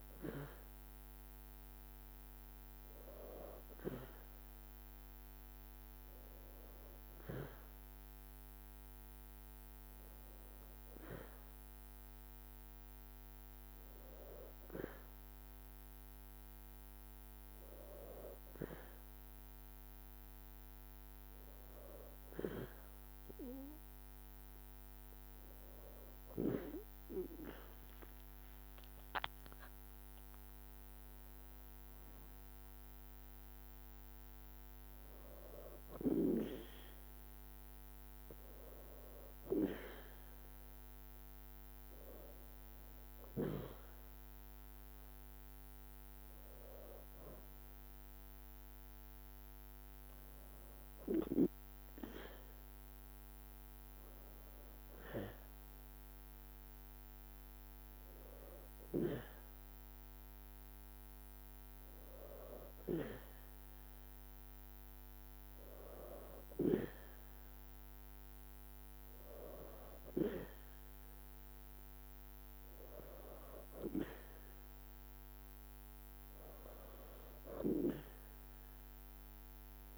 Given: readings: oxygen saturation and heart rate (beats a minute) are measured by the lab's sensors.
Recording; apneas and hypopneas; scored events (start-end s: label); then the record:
breathing in sleep by a microphone on the trachea; none
28.50-32.00 s: arousal
From the record:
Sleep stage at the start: N2 (light sleep); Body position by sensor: on the back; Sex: female